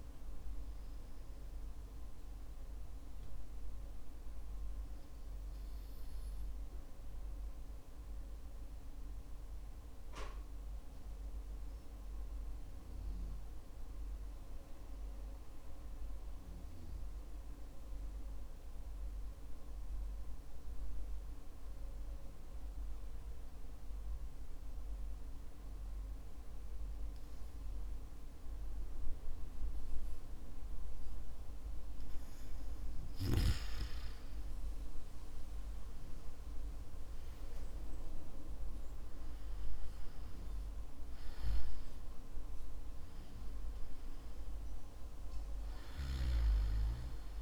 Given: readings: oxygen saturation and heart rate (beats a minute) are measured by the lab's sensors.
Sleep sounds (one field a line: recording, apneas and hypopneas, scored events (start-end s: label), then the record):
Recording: breathing in sleep, hard to hear, by a room microphone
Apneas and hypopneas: 1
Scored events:
10.00-30.50 s: obstructive apnea (oxygen 94% before, 92% lowest, heart rate 55 before, 55 extreme, up 9 after)
36.00-39.50 s: arousal
From the record:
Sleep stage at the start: N2 (light sleep)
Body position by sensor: on the back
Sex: male